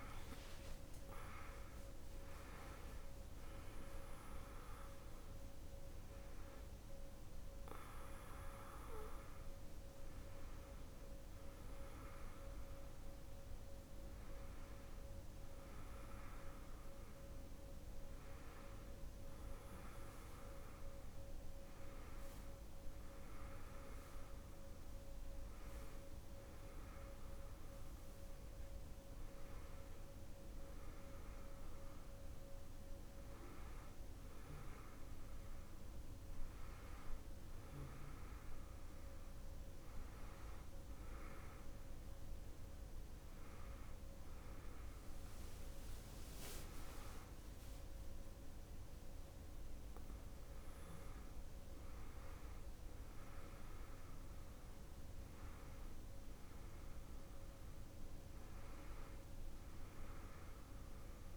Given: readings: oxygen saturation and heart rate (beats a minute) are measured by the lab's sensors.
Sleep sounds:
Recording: a person awake in a sleep study, hard to hear, by a room microphone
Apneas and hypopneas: none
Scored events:
none scored
From the record:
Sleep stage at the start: awake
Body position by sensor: on the back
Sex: female

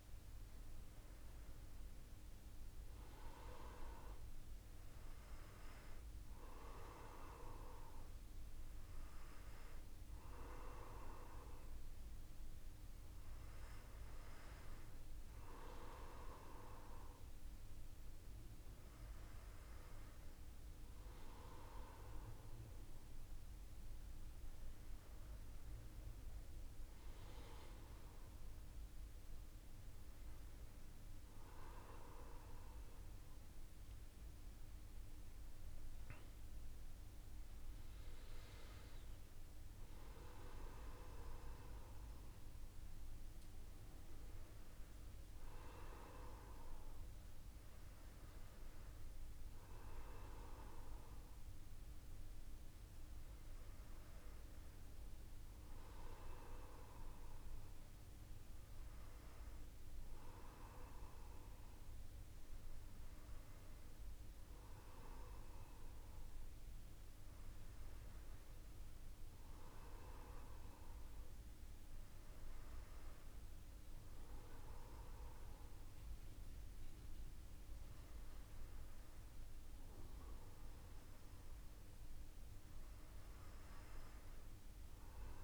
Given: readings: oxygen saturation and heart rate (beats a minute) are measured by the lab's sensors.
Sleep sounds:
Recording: breathing in sleep by a room microphone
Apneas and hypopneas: none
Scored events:
none scored
From the record:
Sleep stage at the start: N1 (lightest sleep)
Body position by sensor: on the back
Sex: male

